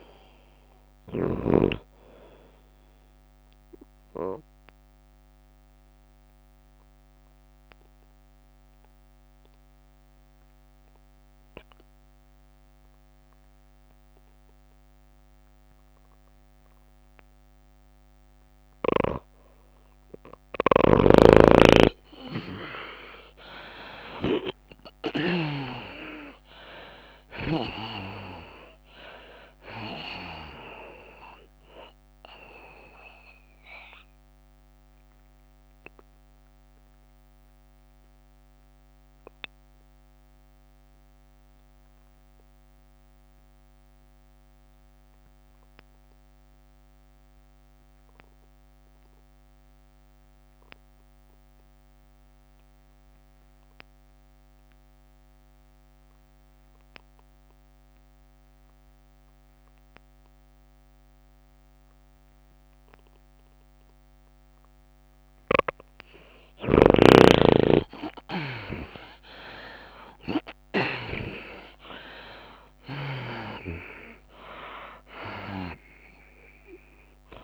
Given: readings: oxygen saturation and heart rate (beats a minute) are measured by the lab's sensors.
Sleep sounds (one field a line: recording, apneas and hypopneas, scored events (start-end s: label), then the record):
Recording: breathing in sleep by a microphone on the trachea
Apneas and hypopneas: 2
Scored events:
0.00-2.00 s: long interval between heartbeats (device-marked, heart rate 109 before, 115 extreme)
0.00-5.50 s: drop in pulse transit time (device-marked, heart rate 89 extreme)
0.00-14.50 s: oxygen desaturation (device-marked, oxygen 82% lowest)
2.00-4.00 s: long interval between heartbeats (device-marked, heart rate 112 before, 115 extreme)
4.00-6.00 s: long interval between heartbeats (device-marked, heart rate 114 before, 89 extreme)
4.50-15.50 s: bradycardia (device-marked)
5.00-19.00 s: obstructive apnea (oxygen 98% before, 77% lowest)
11.00-13.00 s: long interval between heartbeats (device-marked, heart rate 101 before, 27 extreme)
14.00-16.00 s: long interval between heartbeats (device-marked, heart rate 90 before, 37 extreme)
15.50-19.50 s: drop in pulse transit time (device-marked, heart rate 82 before, 37 extreme)
16.50-49.50 s: oxygen desaturation (device-marked, oxygen 96% before, 80% lowest)
17.00-19.00 s: long interval between heartbeats (device-marked, heart rate 78 before, 49 extreme)
19.50-21.50 s: long interval between heartbeats (device-marked, heart rate 66 before, 74 extreme)
19.50-26.50 s: tachycardia (device-marked, heart rate 102 before, 146 extreme)
21.50-23.50 s: long interval between heartbeats (device-marked, heart rate 61 before, 94 extreme)
24.00-26.00 s: long interval between heartbeats (device-marked, heart rate 60 before, 119 extreme)
24.50-28.00 s: arousal
28.00-30.00 s: long interval between heartbeats (device-marked, heart rate 68 before, 117 extreme)
30.00-32.00 s: long interval between heartbeats (device-marked, heart rate 75 before, 99 extreme)
30.50-44.50 s: drop in pulse transit time (device-marked)
33.00-65.00 s: mixed apnea (oxygen 96% before, 74% lowest)
34.50-40.50 s: bradycardia (device-marked)
49.50-77.44 s: tachycardia (device-marked, heart rate 101 before, 167 extreme)
53.00-55.00 s: long interval between heartbeats (device-marked, heart rate 76 before, 104 extreme)
56.00-58.00 s: long interval between heartbeats (device-marked, heart rate 77 before, 113 extreme)
60.00-62.00 s: long interval between heartbeats (device-marked, heart rate 88 before, 120 extreme)
60.50-77.44 s: oxygen desaturation (device-marked, oxygen 98% before, 74% lowest, heart rate 93 before, 102 extreme)
65.50-67.50 s: long interval between heartbeats (device-marked, heart rate 106 before, 106 extreme)
66.00-70.00 s: arousal
69.00-71.00 s: long interval between heartbeats (device-marked, heart rate 108 before, 124 extreme)
72.50-77.44 s: drop in pulse transit time (device-marked, heart rate 117 before, 108 extreme)
From the record:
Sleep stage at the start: N2 (light sleep)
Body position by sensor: on the back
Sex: female